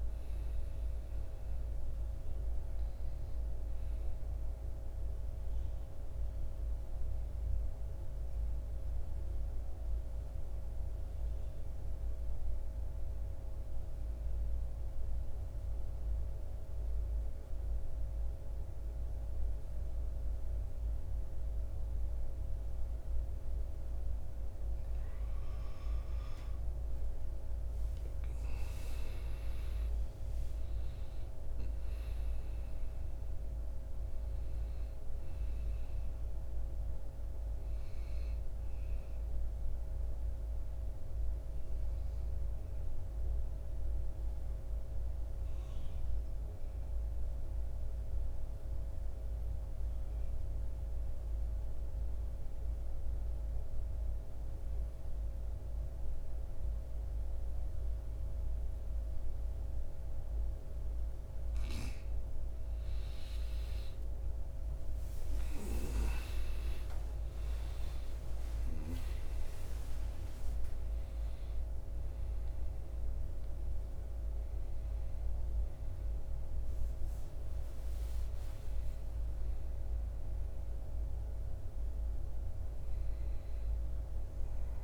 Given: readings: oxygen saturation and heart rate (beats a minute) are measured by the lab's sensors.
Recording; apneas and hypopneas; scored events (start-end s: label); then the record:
breathing in sleep, hard to hear, by a room microphone; 2
1.00-20.00 s: oxygen desaturation (device-marked, oxygen 97% before, 90% lowest, heart rate 54 before, 50 extreme)
5.00-23.50 s: mixed apnea (oxygen 97% before, 86% lowest, heart rate 55 before, 50 extreme, up 13 after)
25.50-29.00 s: arousal
33.00-51.00 s: oxygen desaturation (device-marked, oxygen 97% before, 88% lowest, heart rate 54 before, 50 extreme)
39.50-60.50 s: obstructive apnea (oxygen 97% before, 86% lowest, heart rate 58 before, 50 extreme, up 15 after)
63.00-68.50 s: arousal
67.00-84.84 s: oxygen desaturation (device-marked, oxygen 97% before, 86% lowest, heart rate 54 before, 50 extreme)
From the record:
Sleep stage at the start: N2 (light sleep); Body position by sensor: on the back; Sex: male